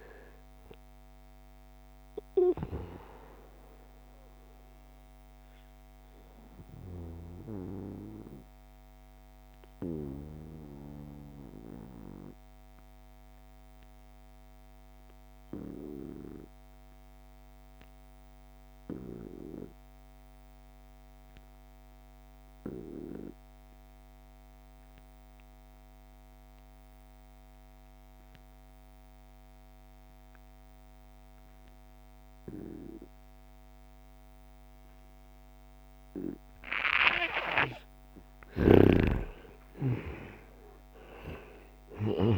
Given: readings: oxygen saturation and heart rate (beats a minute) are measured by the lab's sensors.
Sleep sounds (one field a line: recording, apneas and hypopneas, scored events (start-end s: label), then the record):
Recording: breathing in sleep by a microphone on the trachea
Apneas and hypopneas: 1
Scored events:
0.00-14.00 s: oxygen desaturation (device-marked, oxygen 95% before, 87% lowest, heart rate 72 before, 65 extreme)
7.50-36.00 s: obstructive apnea (oxygen 95% before, 86% lowest, heart rate 78 before, 65 extreme, up 23 after)
29.00-42.38 s: oxygen desaturation (device-marked, oxygen 96% before, 91% lowest, heart rate 70 before, 65 extreme)
36.50-38.50 s: long interval between heartbeats (device-marked, heart rate 67 before, 83 extreme)
38.00-42.38 s: arousal
From the record:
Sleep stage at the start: N2 (light sleep)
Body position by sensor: on the right side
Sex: male